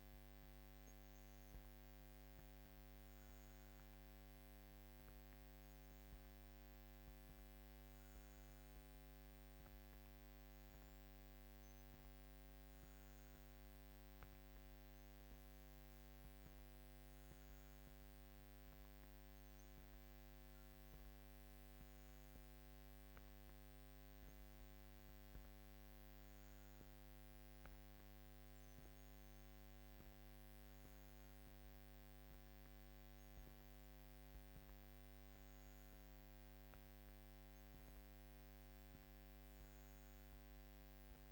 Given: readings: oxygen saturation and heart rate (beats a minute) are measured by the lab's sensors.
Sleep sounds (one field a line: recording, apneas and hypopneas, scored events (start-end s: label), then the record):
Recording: breathing in sleep, hard to hear, by a microphone on the trachea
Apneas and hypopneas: none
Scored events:
none scored
From the record:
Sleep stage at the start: N2 (light sleep)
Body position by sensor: on the back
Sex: female